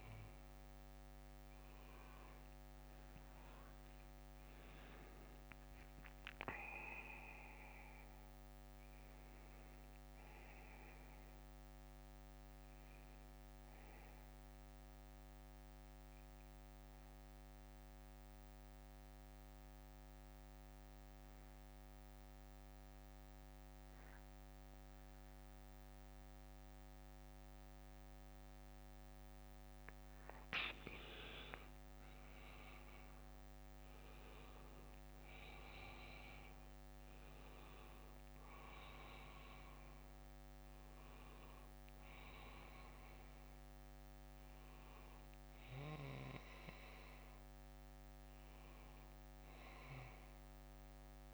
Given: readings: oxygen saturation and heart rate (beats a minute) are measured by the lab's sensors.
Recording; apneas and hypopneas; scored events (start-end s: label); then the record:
breathing in sleep by a microphone on the trachea; 1
0.00-23.00 s: oxygen desaturation (device-marked, oxygen 93% lowest, heart rate 48 extreme)
13.00-27.00 s: bradycardia (device-marked, heart rate 60 before, 48 extreme)
18.00-31.00 s: mixed apnea (oxygen 97% before, 91% lowest, heart rate 64 before, 52 extreme, up 25 after)
33.00-36.50 s: arousal
39.00-46.00 s: bradycardia (device-marked, heart rate 60 before, 54 extreme)
47.00-51.34 s: bradycardia (device-marked, heart rate 61 before, 47 extreme)
From the record:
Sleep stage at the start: N2 (light sleep); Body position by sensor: on the back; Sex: male